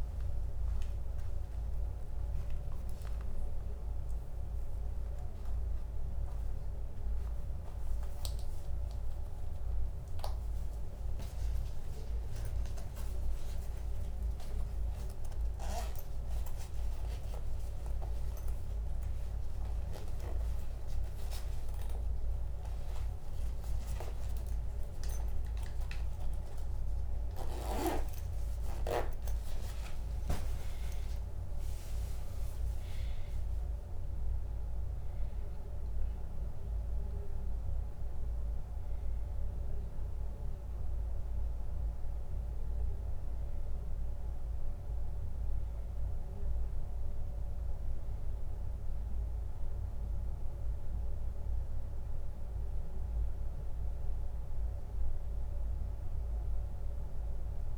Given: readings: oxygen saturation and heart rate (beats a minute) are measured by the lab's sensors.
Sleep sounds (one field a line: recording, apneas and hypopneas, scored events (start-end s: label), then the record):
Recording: a person awake in a sleep study, hard to hear, by a room microphone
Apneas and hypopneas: none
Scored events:
none scored
From the record:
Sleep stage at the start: awake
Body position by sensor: on the back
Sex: male